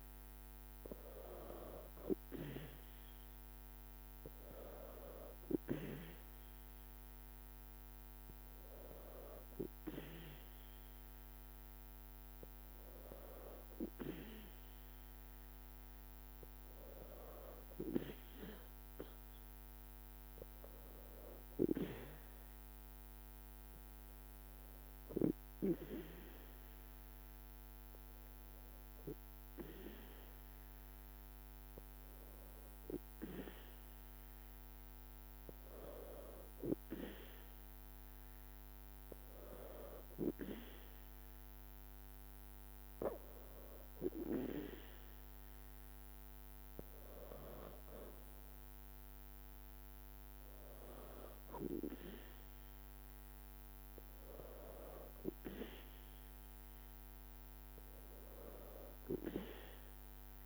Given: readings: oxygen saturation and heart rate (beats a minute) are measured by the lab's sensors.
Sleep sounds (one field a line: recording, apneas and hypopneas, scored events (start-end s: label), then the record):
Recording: breathing in sleep by a microphone on the trachea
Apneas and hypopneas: 1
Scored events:
6.00-19.50 s: hypopnea (oxygen 96% before, 94% lowest, heart rate 60 before, 58 extreme, up 4 after)
From the record:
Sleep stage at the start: N2 (light sleep)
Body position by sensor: on the back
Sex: female